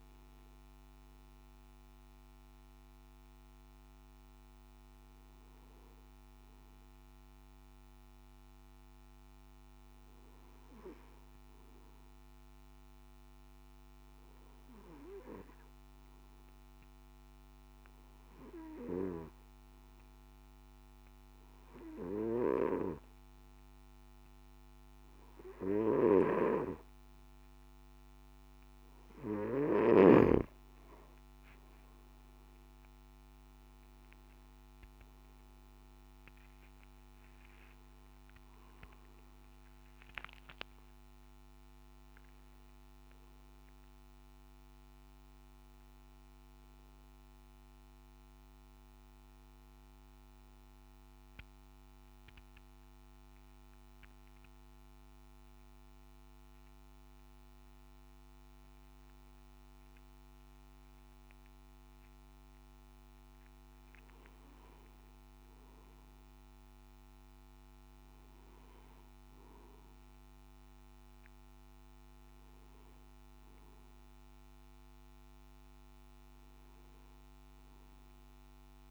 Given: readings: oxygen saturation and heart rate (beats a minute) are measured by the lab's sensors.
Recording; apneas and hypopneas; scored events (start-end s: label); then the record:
breathing in sleep by a microphone on the trachea; 1
11.50-29.50 s: hypopnea (oxygen 98% before, 93% lowest, heart rate 55 before, 55 extreme, up 10 after)
50.50-78.91 s: new sleep stage, N2 (light sleep)
From the record:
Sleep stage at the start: N1 (lightest sleep); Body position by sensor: on the back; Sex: male